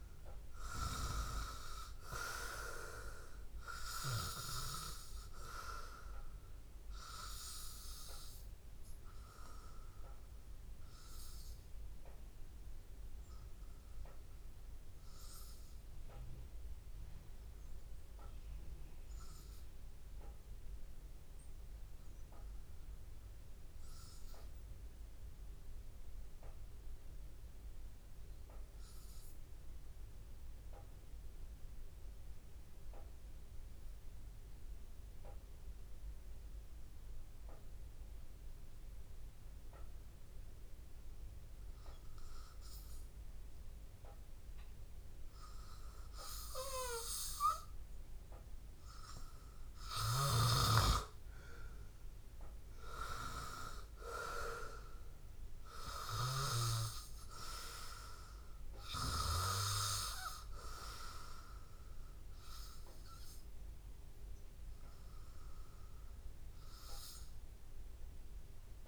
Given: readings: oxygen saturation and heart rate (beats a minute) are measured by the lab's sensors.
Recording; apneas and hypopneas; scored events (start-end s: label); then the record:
breathing in sleep by a room microphone; 1
0.00-20.00 s: oxygen desaturation (device-marked, oxygen 91% lowest, heart rate 81 extreme)
11.00-49.00 s: obstructive apnea (oxygen 96% before, 91% lowest, heart rate 84 before, 81 extreme, up 5 after)
35.00-68.88 s: oxygen desaturation (device-marked, oxygen 99% before, 91% lowest, heart rate 82 before, 81 extreme)
51.00-54.50 s: arousal
From the record:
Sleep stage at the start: N2 (light sleep); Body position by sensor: on the back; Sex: male